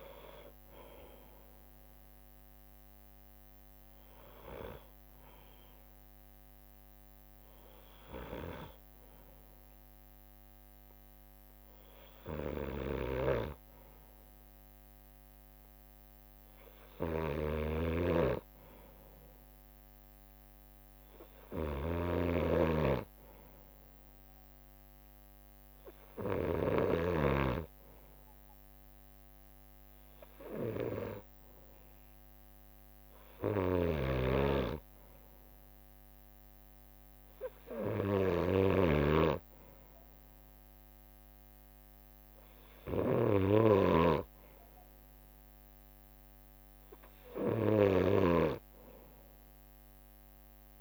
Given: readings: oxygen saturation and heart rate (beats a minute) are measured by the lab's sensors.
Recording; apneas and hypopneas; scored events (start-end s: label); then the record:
breathing in sleep by a microphone on the trachea; 1
0.00-7.00 s: oxygen desaturation (device-marked, oxygen 95% lowest, heart rate 61 extreme)
1.50-13.50 s: hypopnea (oxygen 99% before, 94% lowest, heart rate 67 before, 61 extreme, up 2 after)
4.00-14.00 s: drop in pulse transit time (device-marked, heart rate 67 before, 61 extreme)
5.00-11.50 s: leg movement (device-marked)
15.00-18.50 s: arousal
17.00-27.00 s: snoring (device-marked)
18.50-28.50 s: leg movement (device-marked)
33.50-50.81 s: snoring (device-marked)
48.00-50.81 s: leg movement (device-marked)
From the record:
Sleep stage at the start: N2 (light sleep); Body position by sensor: on the right side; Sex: male